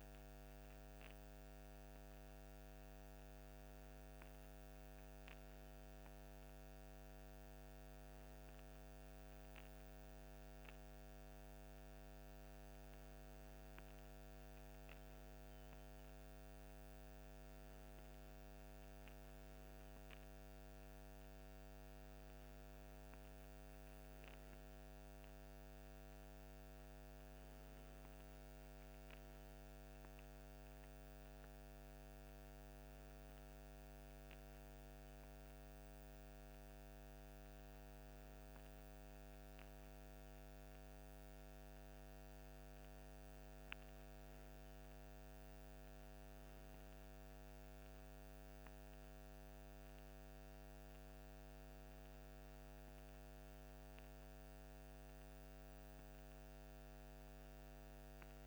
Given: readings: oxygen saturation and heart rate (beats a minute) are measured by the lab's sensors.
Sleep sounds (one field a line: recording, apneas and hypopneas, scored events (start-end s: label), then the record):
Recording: breathing in sleep, hard to hear, by a microphone on the trachea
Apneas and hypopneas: none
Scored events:
none scored
From the record:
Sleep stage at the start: N3 (deep sleep)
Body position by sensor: on the left side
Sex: male